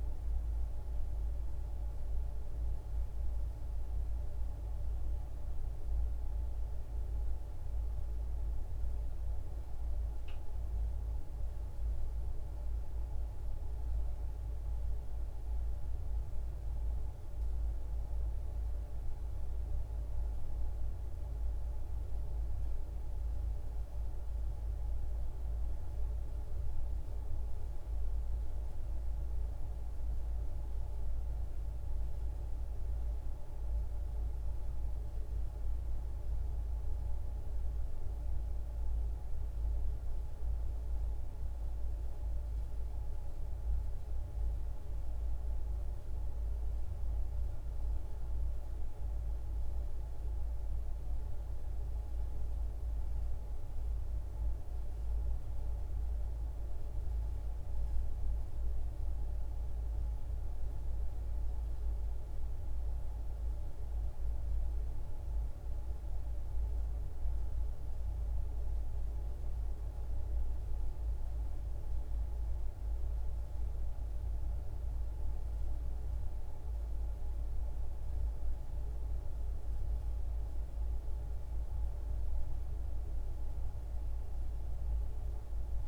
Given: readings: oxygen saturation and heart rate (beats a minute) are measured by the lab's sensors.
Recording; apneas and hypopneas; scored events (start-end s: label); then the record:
breathing in sleep, hard to hear, by a room microphone; none
none scored
From the record:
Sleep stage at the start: N2 (light sleep); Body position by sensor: on the back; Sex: female